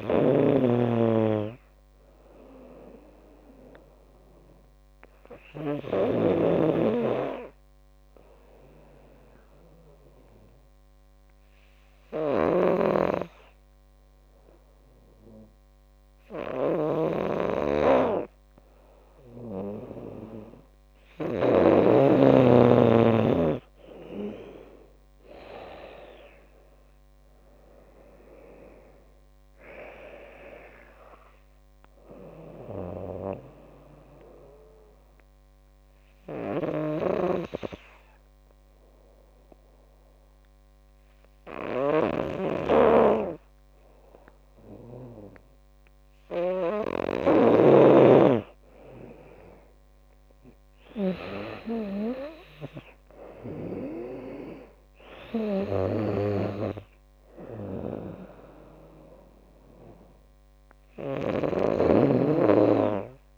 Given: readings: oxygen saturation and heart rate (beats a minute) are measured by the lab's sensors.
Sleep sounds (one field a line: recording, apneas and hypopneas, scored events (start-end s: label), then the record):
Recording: breathing in sleep by a microphone on the trachea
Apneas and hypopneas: 2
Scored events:
0.00-6.00 s: oxygen desaturation (device-marked, oxygen 91% lowest, heart rate 71 extreme)
6.50-13.00 s: snoring (device-marked)
8.00-21.00 s: obstructive apnea (oxygen 97% before, 91% lowest, heart rate 79 before, 68 extreme, up 16 after)
23.00-26.00 s: arousal
24.00-36.00 s: drop in pulse transit time (device-marked, heart rate 74 before, 73 extreme)
25.00-44.00 s: oxygen desaturation (device-marked, oxygen 96% before, 91% lowest, heart rate 74 before, 68 extreme)
33.50-47.50 s: obstructive apnea (oxygen 97% before, 90% lowest, heart rate 79 before, 68 extreme, up 19 after)
49.00-52.50 s: arousal
53.00-63.38 s: drop in pulse transit time (device-marked, heart rate 75 before, 79 extreme)
58.00-63.38 s: oxygen desaturation (device-marked, oxygen 97% before, 92% lowest, heart rate 79 before, 69 extreme)
From the record:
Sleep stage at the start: N2 (light sleep)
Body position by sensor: on the back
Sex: female